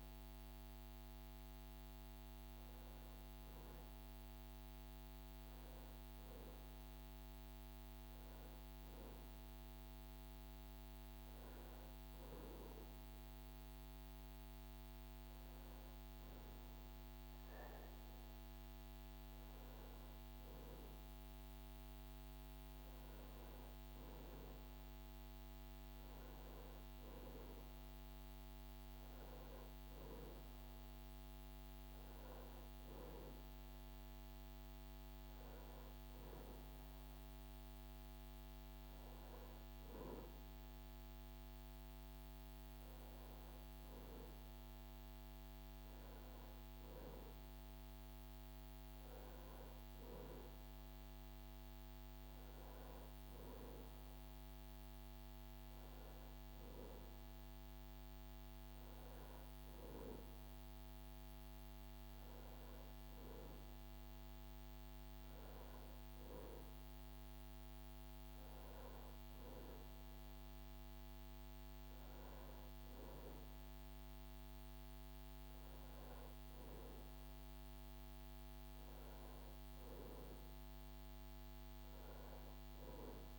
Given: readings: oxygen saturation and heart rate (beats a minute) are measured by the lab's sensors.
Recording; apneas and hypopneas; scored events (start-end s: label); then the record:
breathing in sleep, hard to hear, by a microphone on the trachea; none
77.00-83.39 s: new sleep stage, REM sleep
From the record:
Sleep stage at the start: N1 (lightest sleep); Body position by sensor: on the back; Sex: male